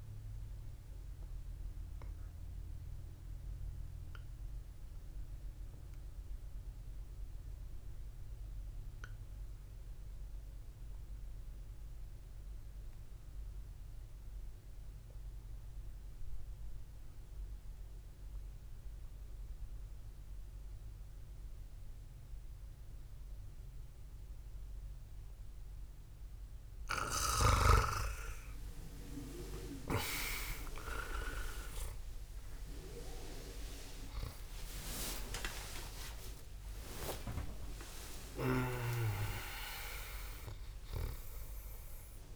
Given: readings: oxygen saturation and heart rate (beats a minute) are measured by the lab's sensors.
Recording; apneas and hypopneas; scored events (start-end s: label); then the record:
breathing in sleep by a room microphone; 1
0.00-2.00 s: oxygen desaturation (device-marked, oxygen 93% lowest, heart rate 52 extreme)
2.00-27.50 s: obstructive apnea (oxygen 97% before, 87% lowest, heart rate 64 before, 48 extreme, up 50 after)
11.00-18.00 s: oxygen desaturation (device-marked, oxygen 94% before, 91% lowest, heart rate 65 before, 48 extreme)
24.00-42.36 s: oxygen desaturation (device-marked, oxygen 97% before, 91% lowest, heart rate 66 before, 55 extreme)
29.00-35.50 s: arousal
35.50-37.50 s: long interval between heartbeats (device-marked, heart rate 58 before, 98 extreme)
39.50-41.50 s: long interval between heartbeats (device-marked, heart rate 66 before, 143 extreme)
From the record:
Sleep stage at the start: N2 (light sleep); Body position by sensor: on the back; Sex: male